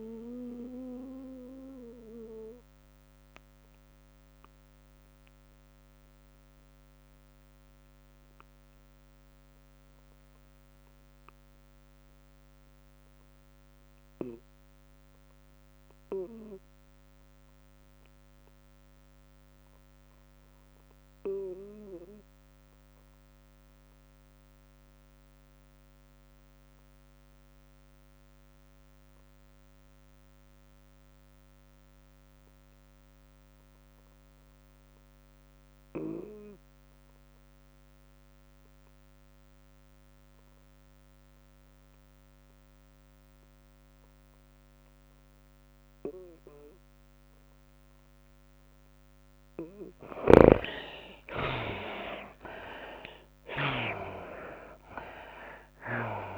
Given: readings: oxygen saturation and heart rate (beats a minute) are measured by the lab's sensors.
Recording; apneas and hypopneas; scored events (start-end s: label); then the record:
breathing in sleep by a microphone on the trachea; 1
0.00-10.50 s: drop in pulse transit time (device-marked, heart rate 109 extreme)
0.00-23.50 s: tachycardia (device-marked, heart rate 116 extreme)
1.50-49.50 s: obstructive apnea (oxygen 98% before, 51% lowest, heart rate 103 before, 84 extreme, up 29 after)
16.50-56.37 s: oxygen desaturation (device-marked, oxygen 97% before, 51% lowest, heart rate 112 before, 84 extreme)
45.50-47.50 s: long interval between heartbeats (device-marked, heart rate 92 before, 88 extreme)
50.50-56.37 s: tachycardia (device-marked, heart rate 98 before, 119 extreme)
51.50-55.00 s: arousal
54.50-56.37 s: drop in pulse transit time (device-marked, heart rate 90 before, 105 extreme)
From the record:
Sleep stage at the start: REM sleep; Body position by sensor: on the back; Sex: female